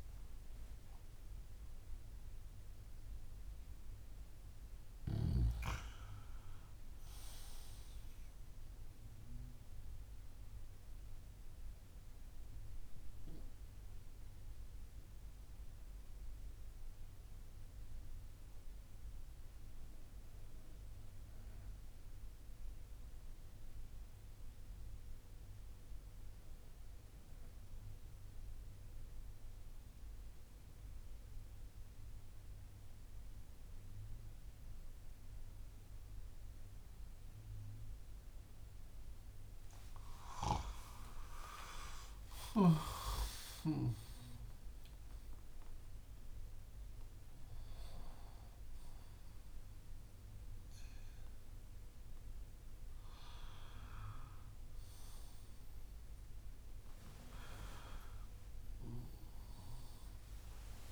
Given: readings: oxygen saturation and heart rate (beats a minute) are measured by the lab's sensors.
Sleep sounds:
breathing in sleep by a room microphone; 1
0.00-1.00 s: arousal
9.50-38.50 s: obstructive apnea (oxygen 98% before, 94% lowest)
39.50-44.50 s: arousal
From the record:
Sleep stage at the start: N1 (lightest sleep); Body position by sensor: on the back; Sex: male

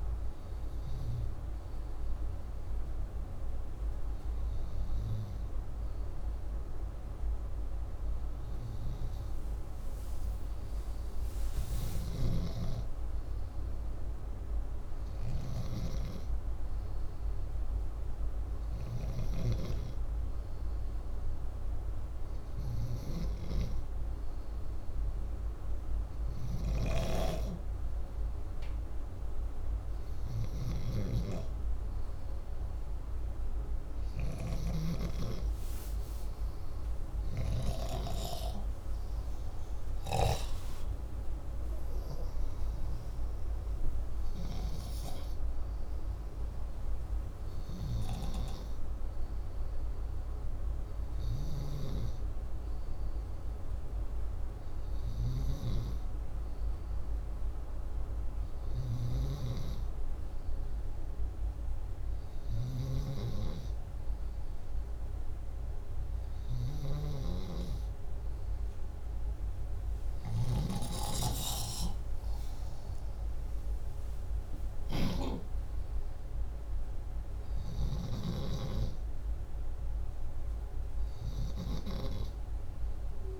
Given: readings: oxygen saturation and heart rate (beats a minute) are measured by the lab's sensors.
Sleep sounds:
breathing in sleep by a room microphone; none
36.00-40.00 s: arousal
From the record:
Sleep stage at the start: N2 (light sleep); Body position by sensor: upright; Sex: male

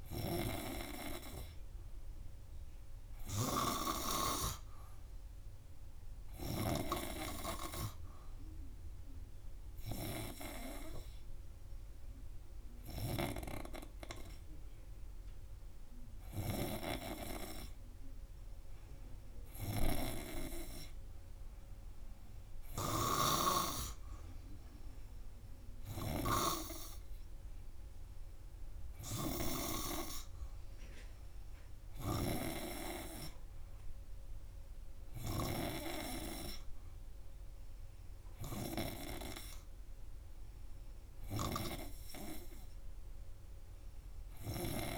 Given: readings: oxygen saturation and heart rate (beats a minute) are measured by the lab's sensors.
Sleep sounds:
breathing in sleep by a room microphone; none
none scored
From the record:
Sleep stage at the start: N2 (light sleep); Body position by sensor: on the front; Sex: male

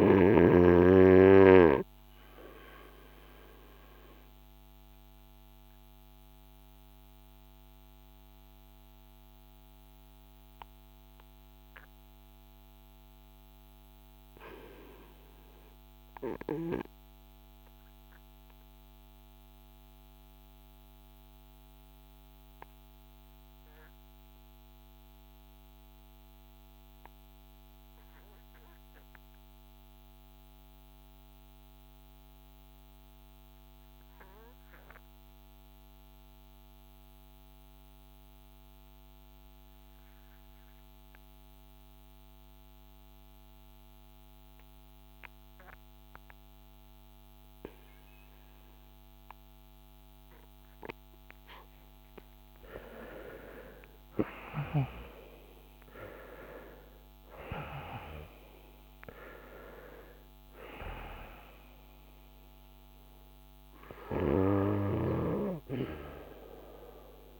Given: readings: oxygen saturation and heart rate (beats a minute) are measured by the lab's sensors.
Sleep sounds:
breathing in sleep by a microphone on the trachea; 1
0.00-32.00 s: oxygen desaturation (device-marked, oxygen 79% lowest, heart rate 44 extreme)
3.00-51.00 s: obstructive apnea (oxygen 94% before, 68% lowest, heart rate 54 before, 44 extreme, up 11 after)
34.00-67.40 s: oxygen desaturation (device-marked, oxygen 94% before, 68% lowest, heart rate 50 before, 50 extreme)
52.00-57.00 s: arousal
From the record:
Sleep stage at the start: REM sleep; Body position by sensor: on the front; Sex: male

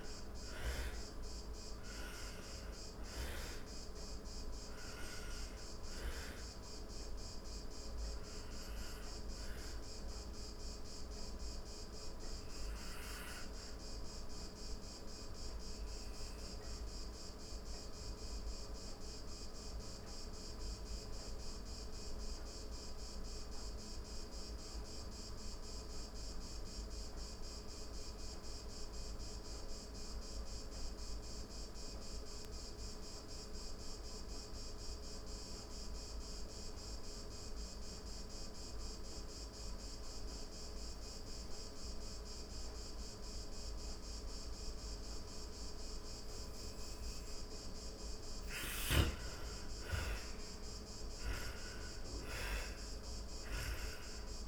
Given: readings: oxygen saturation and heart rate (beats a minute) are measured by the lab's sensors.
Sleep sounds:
breathing in sleep, hard to hear, by a room microphone; 1
0.00-1.50 s: arousal
0.00-25.50 s: oxygen desaturation (device-marked, oxygen 81% lowest)
9.00-45.00 s: obstructive apnea (oxygen 99% before, 81% lowest)
38.50-54.48 s: oxygen desaturation (device-marked, oxygen 99% before, 85% lowest)
48.00-53.50 s: arousal
From the record:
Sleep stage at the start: N2 (light sleep); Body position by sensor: on the back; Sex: female

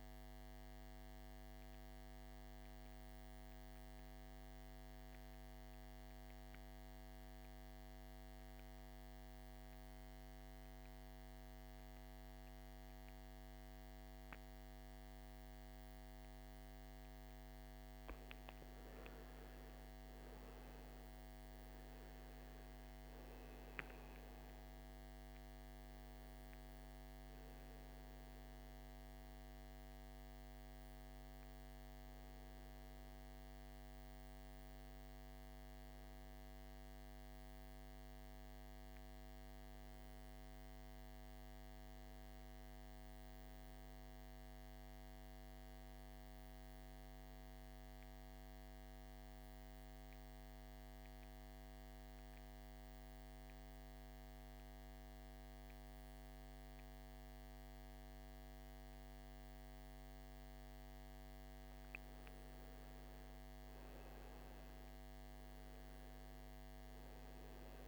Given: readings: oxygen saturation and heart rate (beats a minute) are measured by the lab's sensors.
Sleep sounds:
breathing in sleep, hard to hear, by a microphone on the trachea; 2
1.00-17.00 s: central apnea (oxygen 98% before, 90% lowest, heart rate 58 before, 52 extreme, up 17 after)
9.00-67.88 s: new sleep stage, N2 (light sleep)
18.50-23.00 s: arousal
21.00-44.00 s: oxygen desaturation (device-marked, oxygen 97% before, 90% lowest, heart rate 55 before, 54 extreme)
49.00-60.50 s: central apnea (oxygen 97% before, 83% lowest, heart rate 61 before, 54 extreme, up 7 after)
62.50-65.50 s: arousal
64.00-67.88 s: oxygen desaturation (device-marked, oxygen 97% before, 92% lowest, heart rate 57 before, 58 extreme)
From the record:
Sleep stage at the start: N1 (lightest sleep); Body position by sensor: on the back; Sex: male

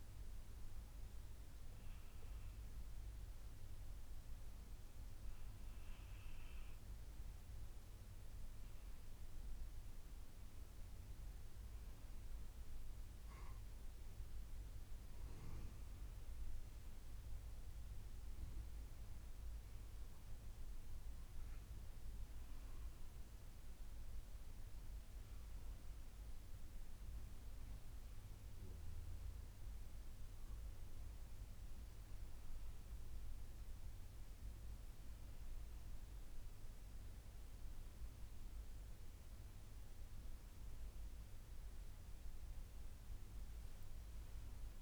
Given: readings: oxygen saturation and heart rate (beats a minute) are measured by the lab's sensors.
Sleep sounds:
breathing in sleep, hard to hear, by a room microphone; none
none scored
From the record:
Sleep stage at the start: N2 (light sleep); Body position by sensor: on the back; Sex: female

